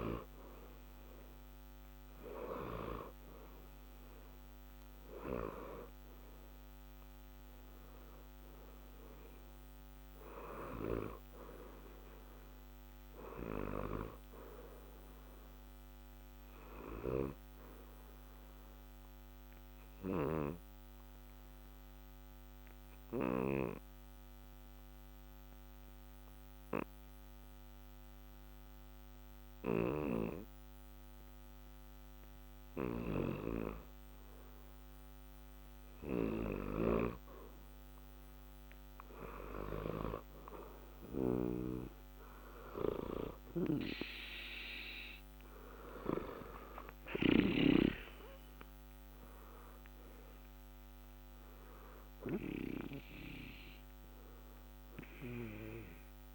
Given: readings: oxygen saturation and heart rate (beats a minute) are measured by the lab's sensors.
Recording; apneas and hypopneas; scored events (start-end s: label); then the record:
breathing in sleep by a microphone on the trachea; 1
15.50-34.00 s: obstructive apnea (oxygen 92% before, 87% lowest, heart rate 60 before, 60 extreme, up 0 after)
37.00-41.50 s: arousal
54.00-56.34 s: oxygen desaturation (device-marked, oxygen 91% before, 87% lowest, heart rate 60 before, 60 extreme)
From the record:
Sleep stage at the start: N2 (light sleep); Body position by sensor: on the back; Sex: male